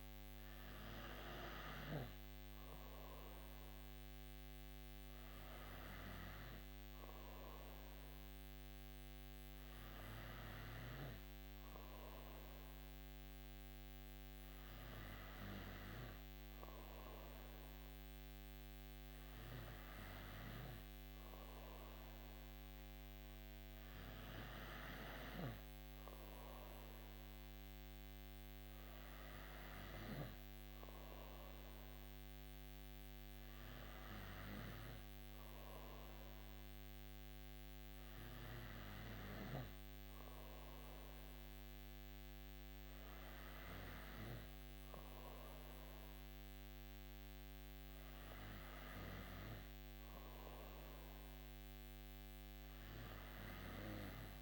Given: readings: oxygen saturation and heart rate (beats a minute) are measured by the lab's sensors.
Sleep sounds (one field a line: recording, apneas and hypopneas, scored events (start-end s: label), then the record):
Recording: breathing in sleep by a microphone on the trachea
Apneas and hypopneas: none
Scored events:
none scored
From the record:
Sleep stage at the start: N3 (deep sleep)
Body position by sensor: on the right side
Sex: female